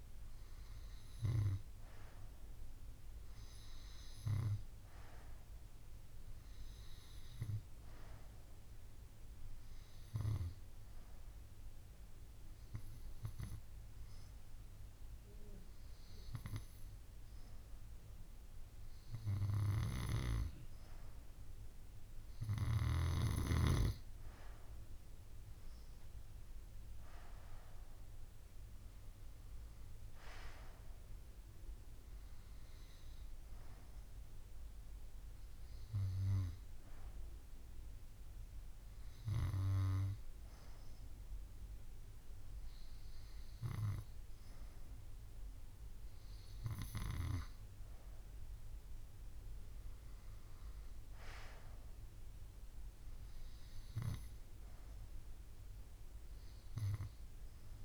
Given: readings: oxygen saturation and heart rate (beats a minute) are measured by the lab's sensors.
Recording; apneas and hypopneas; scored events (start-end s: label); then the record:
breathing in sleep by a room microphone; none
none scored
From the record:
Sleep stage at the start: N2 (light sleep); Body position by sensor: on the right side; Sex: female